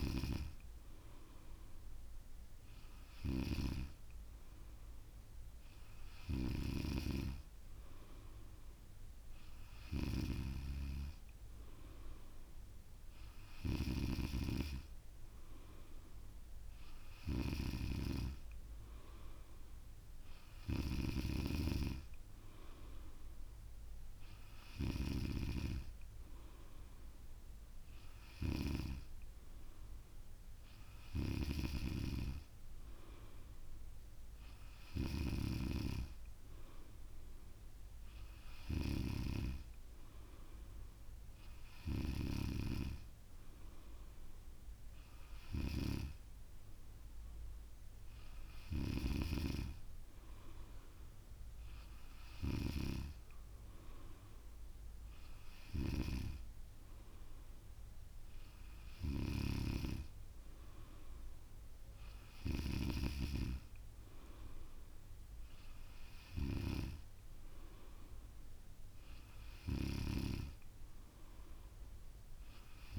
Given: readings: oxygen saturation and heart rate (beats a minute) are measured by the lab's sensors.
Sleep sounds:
breathing in sleep by a room microphone; none
none scored
From the record:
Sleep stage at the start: N3 (deep sleep); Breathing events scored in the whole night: 100 in 8.2 hours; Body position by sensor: on the back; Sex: female

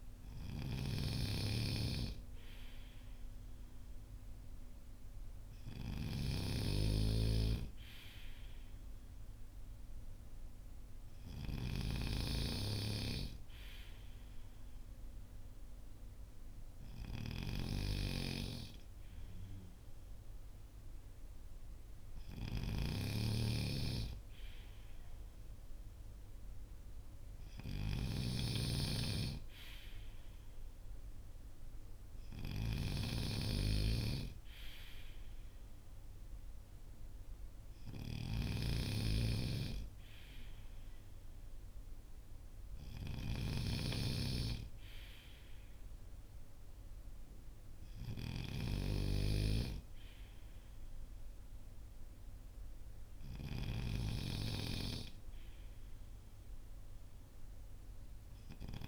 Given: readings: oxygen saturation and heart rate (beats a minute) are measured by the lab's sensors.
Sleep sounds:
breathing in sleep by a room microphone; none
0.00-58.88 s: snoring (device-marked)
From the record:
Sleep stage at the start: N3 (deep sleep); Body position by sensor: on the front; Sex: male

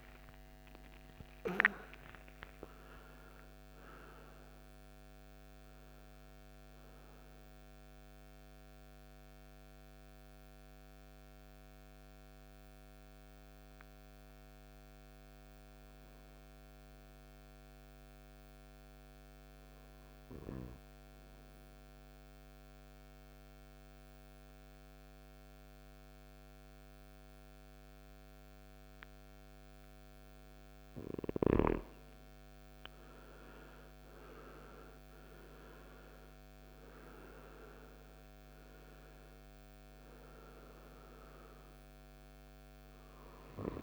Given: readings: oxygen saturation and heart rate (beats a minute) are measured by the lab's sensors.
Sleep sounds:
breathing in sleep by a microphone on the trachea; 1
0.00-1.00 s: arousal
0.00-20.00 s: oxygen desaturation (device-marked, oxygen 85% lowest, heart rate 53 extreme)
11.50-30.00 s: hypopnea (oxygen 97% before, 85% lowest, heart rate 85 before, 53 extreme, up 13 after)
31.50-36.50 s: arousal
37.00-43.83 s: oxygen desaturation (device-marked, oxygen 98% before, 90% lowest, heart rate 57 before, 53 extreme)
From the record:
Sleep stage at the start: N2 (light sleep); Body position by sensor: on the right side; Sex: male

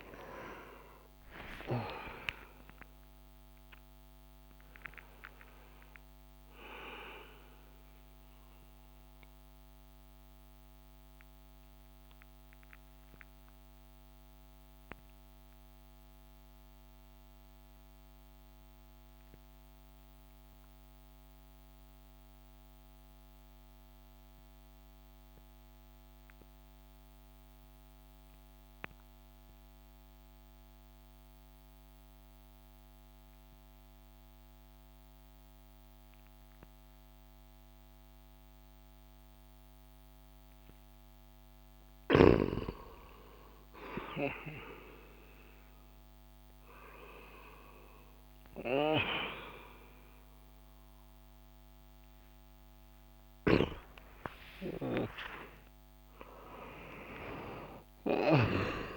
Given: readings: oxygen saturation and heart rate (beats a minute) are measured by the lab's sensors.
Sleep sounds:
breathing in sleep by a microphone on the trachea; 1
0.00-8.50 s: oxygen desaturation (device-marked, oxygen 93% lowest)
1.00-5.00 s: arousal
8.50-42.50 s: mixed apnea (oxygen 97% before, 90% lowest)
38.50-58.97 s: oxygen desaturation (device-marked, oxygen 97% before, 90% lowest)
50.00-54.50 s: arousal
From the record:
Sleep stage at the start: N2 (light sleep); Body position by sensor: on the back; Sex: male

